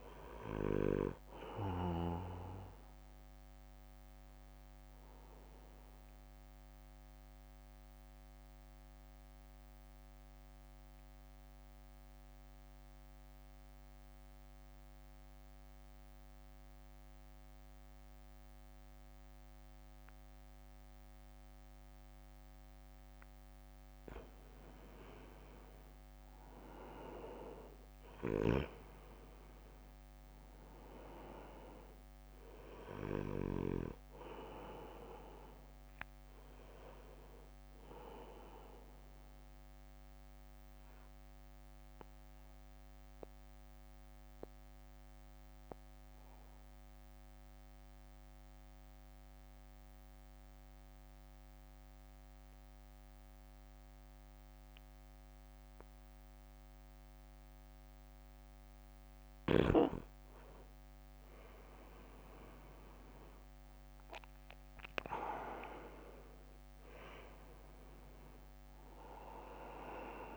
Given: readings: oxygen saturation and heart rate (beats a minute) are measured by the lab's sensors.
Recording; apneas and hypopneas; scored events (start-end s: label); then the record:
breathing in sleep by a microphone on the trachea; 2
0.00-9.50 s: drop in pulse transit time (device-marked, heart rate 58 extreme)
0.00-9.50 s: oxygen desaturation (device-marked, oxygen 91% lowest, heart rate 57 extreme)
6.00-24.00 s: central apnea (oxygen 97% before, 91% lowest, heart rate 62 before, 56 extreme, up 1 after)
27.50-31.00 s: arousal
29.50-41.50 s: drop in pulse transit time (device-marked, heart rate 61 before, 56 extreme)
38.50-59.50 s: mixed apnea (oxygen 97% before, 93% lowest, heart rate 61 before, 58 extreme, up 0 after)
63.00-66.50 s: arousal
64.50-70.37 s: drop in pulse transit time (device-marked, heart rate 64 before, 58 extreme)
From the record:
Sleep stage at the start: N2 (light sleep); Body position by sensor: on the right side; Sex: male